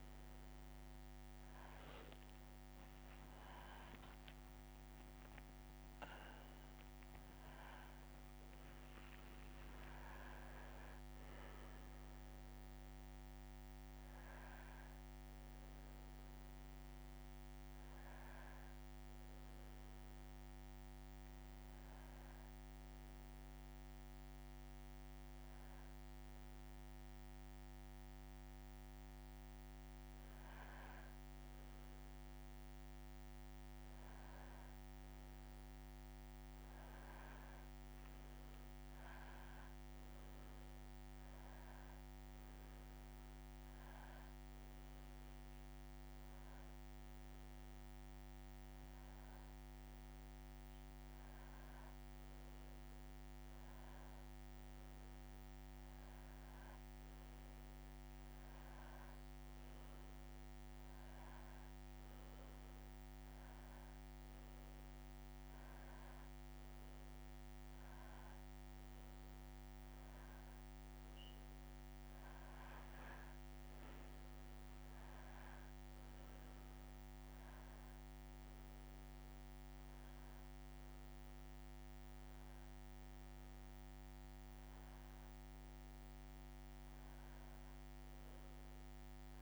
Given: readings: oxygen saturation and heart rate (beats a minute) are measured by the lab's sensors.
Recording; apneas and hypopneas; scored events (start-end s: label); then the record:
a person partly awake in a sleep study, hard to hear, by a microphone on the trachea; 1
3.00-5.00 s: long interval between heartbeats (device-marked, heart rate 96 before, 102 extreme)
5.50-7.50 s: long interval between heartbeats (device-marked, heart rate 99 before, 142 extreme)
8.50-10.50 s: long interval between heartbeats (device-marked, heart rate 108 before, 165 extreme)
19.00-79.00 s: new sleep stage, N1 (lightest sleep)
22.00-24.00 s: long interval between heartbeats (device-marked, heart rate 112 before, 83 extreme)
52.50-71.00 s: hypopnea (oxygen 97% before, 94% lowest, heart rate 85 before, 85 extreme, up 2 after)
73.00-77.00 s: arousal
79.00-89.42 s: new sleep stage, N2 (light sleep)
From the record:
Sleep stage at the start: awake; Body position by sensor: on the back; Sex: male